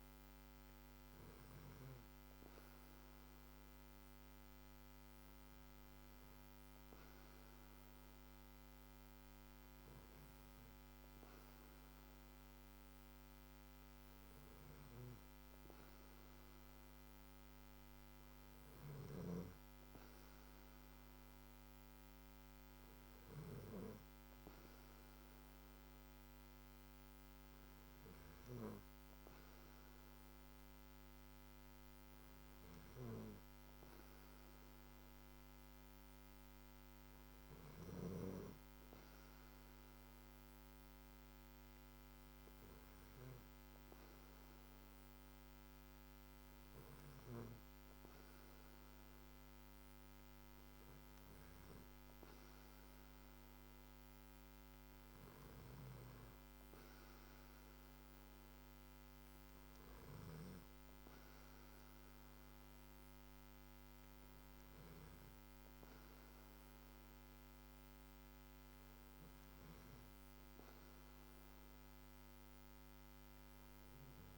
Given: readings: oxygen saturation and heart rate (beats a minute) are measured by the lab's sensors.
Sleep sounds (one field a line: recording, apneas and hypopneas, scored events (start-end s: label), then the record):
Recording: breathing in sleep, hard to hear, by a microphone on the trachea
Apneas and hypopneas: none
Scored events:
none scored
From the record:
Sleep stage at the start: N2 (light sleep)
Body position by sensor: on the back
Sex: male